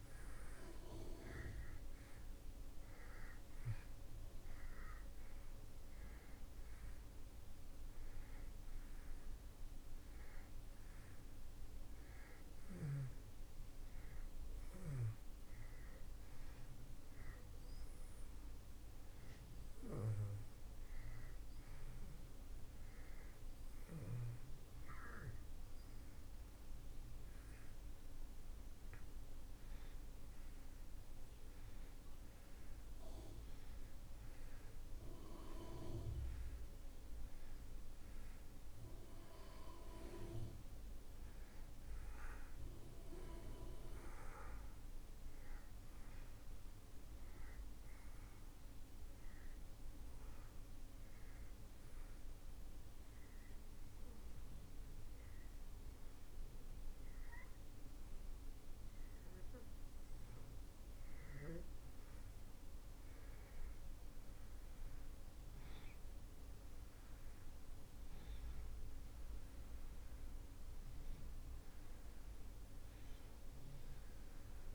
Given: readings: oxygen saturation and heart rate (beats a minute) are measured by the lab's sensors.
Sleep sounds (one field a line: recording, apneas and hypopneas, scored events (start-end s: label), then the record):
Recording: breathing in sleep by a room microphone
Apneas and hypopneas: 2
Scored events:
0.00-3.00 s: arousal
11.50-29.50 s: oxygen desaturation (device-marked, oxygen 91% before, 85% lowest)
14.50-28.00 s: hypopnea (oxygen 91% before, 85% lowest)
30.50-35.50 s: arousal
47.50-61.50 s: obstructive apnea (oxygen 93% before, 85% lowest)
64.00-67.50 s: arousal
From the record:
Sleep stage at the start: N2 (light sleep)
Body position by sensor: on the back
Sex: male